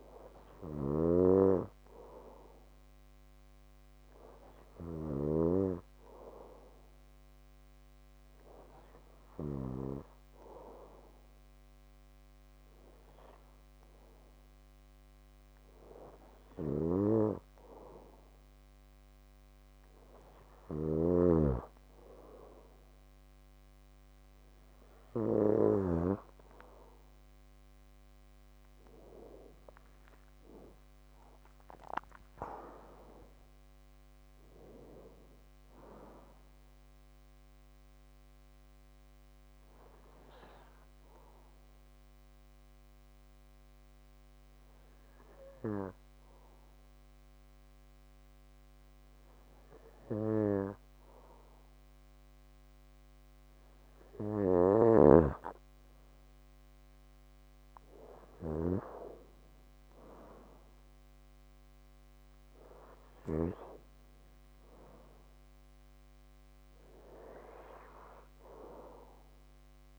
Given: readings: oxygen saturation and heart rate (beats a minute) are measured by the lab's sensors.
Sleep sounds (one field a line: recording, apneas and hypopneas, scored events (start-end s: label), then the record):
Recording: breathing in sleep by a microphone on the trachea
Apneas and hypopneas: 1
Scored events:
0.00-4.50 s: snoring (device-marked)
16.00-25.50 s: snoring (device-marked)
29.50-34.00 s: arousal
38.50-52.50 s: hypopnea (oxygen 95% before, 92% lowest, heart rate 61 before, 52 extreme, up 13 after)
53.50-58.00 s: snoring (device-marked)
56.50-60.00 s: arousal
60.50-69.99 s: oxygen desaturation (device-marked, oxygen 96% before, 92% lowest, heart rate 59 before, 52 extreme)
From the record:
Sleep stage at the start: N2 (light sleep)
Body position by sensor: on the back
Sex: male